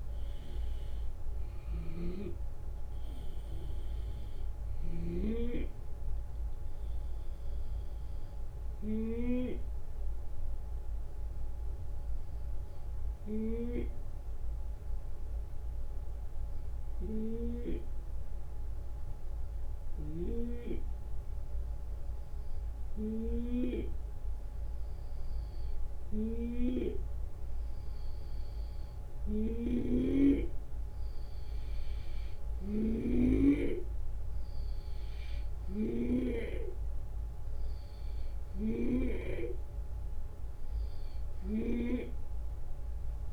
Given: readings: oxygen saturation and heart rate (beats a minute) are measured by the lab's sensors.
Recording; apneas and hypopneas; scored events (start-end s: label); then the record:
breathing in sleep by a room microphone; 1
0.00-8.50 s: snoring (device-marked)
0.00-10.00 s: drop in pulse transit time (device-marked, heart rate 73 extreme)
0.00-28.00 s: oxygen desaturation (device-marked, oxygen 87% lowest, heart rate 70 extreme)
9.00-25.50 s: hypopnea (oxygen 93% before, 87% lowest, heart rate 76 before, 70 extreme, up 6 after)
16.50-43.33 s: snoring (device-marked)
33.00-43.33 s: drop in pulse transit time (device-marked, heart rate 71 before, 76 extreme)
From the record:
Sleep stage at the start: N2 (light sleep); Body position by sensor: on the left side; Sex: male